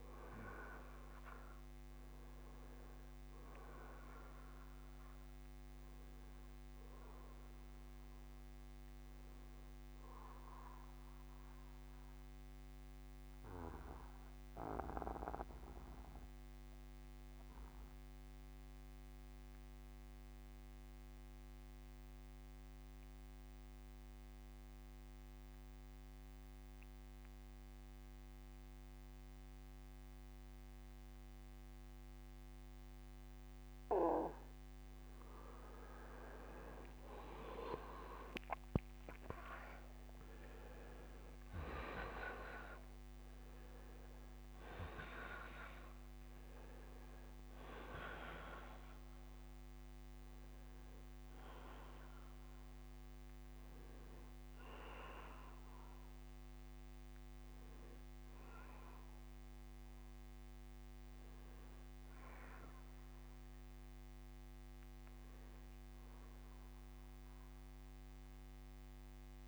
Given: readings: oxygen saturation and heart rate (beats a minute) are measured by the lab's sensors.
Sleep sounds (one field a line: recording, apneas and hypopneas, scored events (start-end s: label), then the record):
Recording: breathing in sleep by a microphone on the trachea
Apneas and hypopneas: 1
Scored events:
0.00-17.00 s: oxygen desaturation (device-marked, oxygen 87% lowest, heart rate 45 extreme)
10.50-35.00 s: mixed apnea (oxygen 94% before, 85% lowest, heart rate 64 before, 45 extreme, up 20 after)
13.00-27.00 s: bradycardia (device-marked, heart rate 65 before, 45 extreme)
32.00-65.00 s: oxygen desaturation (device-marked, oxygen 95% before, 85% lowest, heart rate 56 before, 54 extreme)
38.00-43.00 s: arousal
55.00-57.00 s: bradycardia (device-marked, heart rate 65 before, 64 extreme)
60.00-62.00 s: bradycardia (device-marked, heart rate 65 before, 63 extreme)
64.50-68.50 s: arousal
From the record:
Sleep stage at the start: N2 (light sleep)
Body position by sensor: on the back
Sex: male